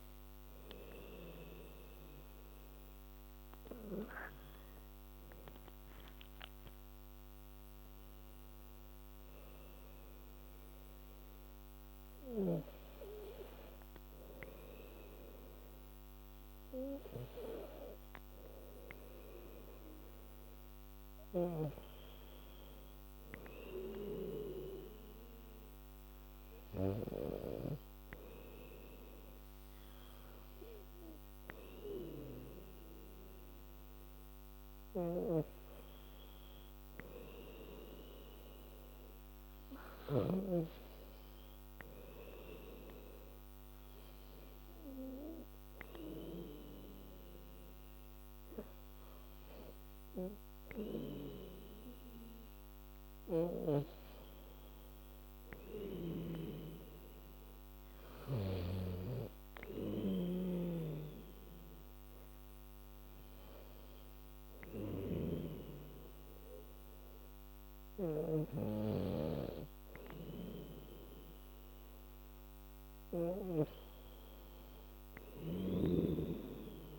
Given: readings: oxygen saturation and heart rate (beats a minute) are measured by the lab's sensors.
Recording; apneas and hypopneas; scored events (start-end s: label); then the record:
breathing in sleep by a microphone on the trachea; 1
10.50-21.00 s: hypopnea (oxygen 98% before, 94% lowest, heart rate 86 before, 75 extreme, up 4 after)
21.50-25.00 s: arousal
60.00-68.50 s: snoring (device-marked)
75.50-76.99 s: snoring (device-marked)
From the record:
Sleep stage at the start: N2 (light sleep); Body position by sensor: on the back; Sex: female